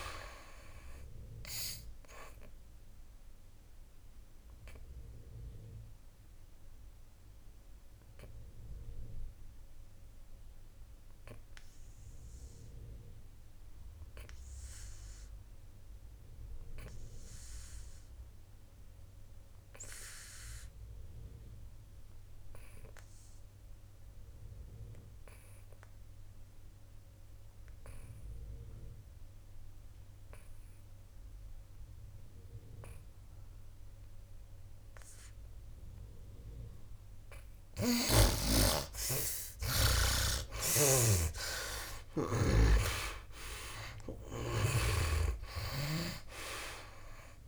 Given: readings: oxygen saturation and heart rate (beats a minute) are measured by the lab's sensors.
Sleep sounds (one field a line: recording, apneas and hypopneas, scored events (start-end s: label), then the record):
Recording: breathing in sleep by a room microphone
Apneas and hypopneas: 1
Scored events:
0.00-27.50 s: oxygen desaturation (device-marked, oxygen 72% lowest, heart rate 57 extreme)
3.00-37.50 s: obstructive apnea (oxygen 99% before, 72% lowest, heart rate 68 before, 57 extreme, up 14 after)
36.50-47.48 s: oxygen desaturation (device-marked, oxygen 97% before, 72% lowest, heart rate 58 before, 58 extreme)
40.50-47.48 s: snoring (device-marked)
41.00-46.50 s: arousal
From the record:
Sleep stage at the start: N2 (light sleep)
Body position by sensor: on the back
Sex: male